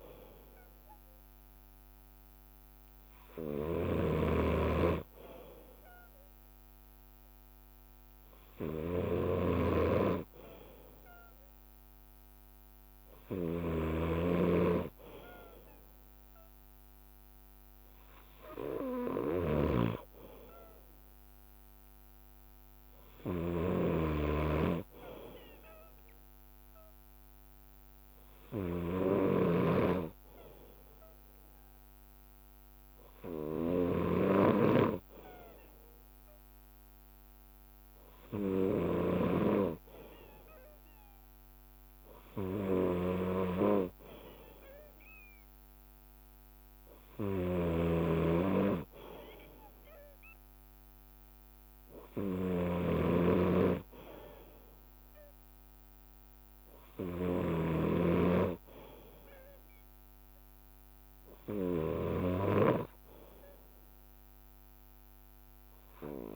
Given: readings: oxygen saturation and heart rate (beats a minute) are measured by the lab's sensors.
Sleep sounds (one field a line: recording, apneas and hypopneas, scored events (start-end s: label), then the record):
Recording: breathing in sleep by a microphone on the trachea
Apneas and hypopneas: none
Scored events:
0.00-1.00 s: leg movement (device-marked)
0.00-66.36 s: bradycardia (device-marked, heart rate 55 extreme)
2.00-6.50 s: leg movement (device-marked)
8.00-11.00 s: leg movement (device-marked)
13.50-24.50 s: snoring (device-marked)
18.00-20.50 s: leg movement (device-marked)
22.50-28.00 s: leg movement (device-marked)
31.00-37.50 s: leg movement (device-marked)
38.00-45.00 s: leg movement (device-marked)
47.00-49.00 s: leg movement (device-marked)
57.00-59.50 s: leg movement (device-marked)
61.50-63.50 s: leg movement (device-marked)
From the record:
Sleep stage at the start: N2 (light sleep)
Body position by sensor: on the left side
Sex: male